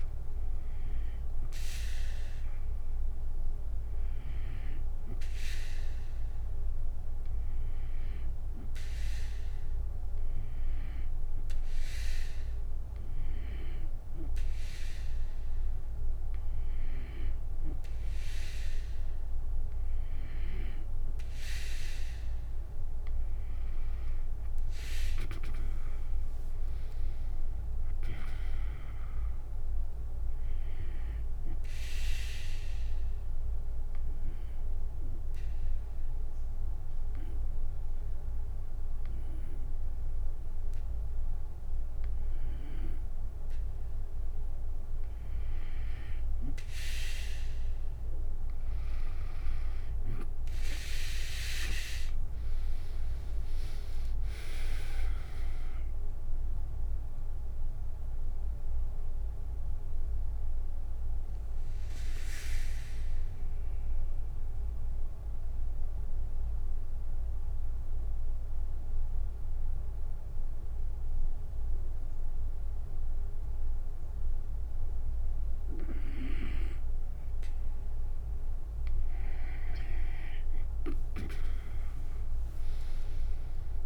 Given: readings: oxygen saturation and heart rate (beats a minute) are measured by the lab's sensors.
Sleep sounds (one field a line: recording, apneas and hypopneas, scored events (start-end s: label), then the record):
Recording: breathing in sleep by a room microphone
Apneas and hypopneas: 3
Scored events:
8.00-20.00 s: hypopnea (oxygen 97% before, 92% lowest, heart rate 65 before, 58 extreme, up 8 after)
26.00-29.50 s: arousal
32.00-43.50 s: obstructive apnea (oxygen 96% before, 91% lowest, heart rate 68 before, 55 extreme, up 12 after)
47.00-50.50 s: arousal
52.50-64.50 s: drop in pulse transit time (device-marked, heart rate 65 before, 56 extreme)
52.50-71.50 s: oxygen desaturation (device-marked, oxygen 96% before, 92% lowest, heart rate 65 before, 55 extreme)
57.00-74.50 s: mixed apnea (oxygen 96% before, 91% lowest, heart rate 67 before, 55 extreme, up 23 after)
From the record:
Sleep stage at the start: N2 (light sleep)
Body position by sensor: on the back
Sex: female